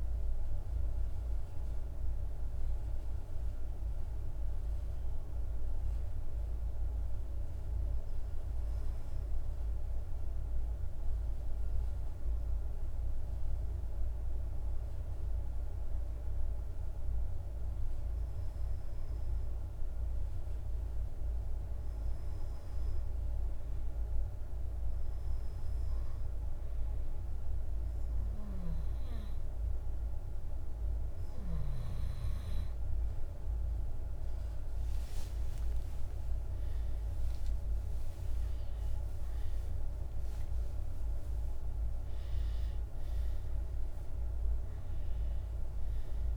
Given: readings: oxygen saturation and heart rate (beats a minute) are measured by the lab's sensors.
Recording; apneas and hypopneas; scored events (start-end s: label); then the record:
breathing in sleep, hard to hear, by a room microphone; 1
17.00-31.00 s: hypopnea (oxygen 96% before, 91% lowest, heart rate 53 before, 54 extreme, up 31 after)
34.00-39.50 s: arousal
45.00-46.37 s: oxygen desaturation (device-marked, oxygen 94% before, 91% lowest, heart rate 65 before, 52 extreme)
From the record:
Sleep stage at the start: N2 (light sleep); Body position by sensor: on the back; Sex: male